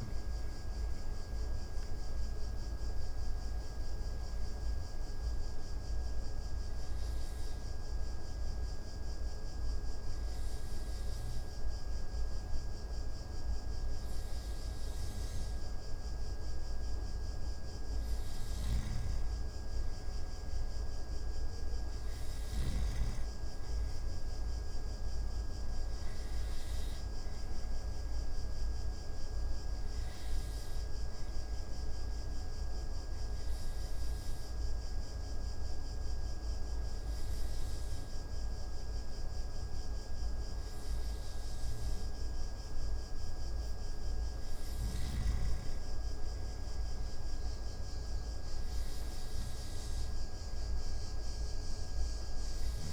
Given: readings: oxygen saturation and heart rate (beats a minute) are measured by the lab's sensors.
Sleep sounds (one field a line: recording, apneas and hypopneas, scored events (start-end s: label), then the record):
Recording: breathing in sleep, hard to hear, by a room microphone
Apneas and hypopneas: 2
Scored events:
4.00-17.00 s: hypopnea (oxygen 96% before, 92% lowest)
18.50-23.00 s: snoring (device-marked)
19.00-22.50 s: arousal
28.50-41.50 s: hypopnea (oxygen 95% before, 92% lowest)
44.00-47.50 s: arousal
From the record:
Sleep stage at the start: N2 (light sleep)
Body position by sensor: on the back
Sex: male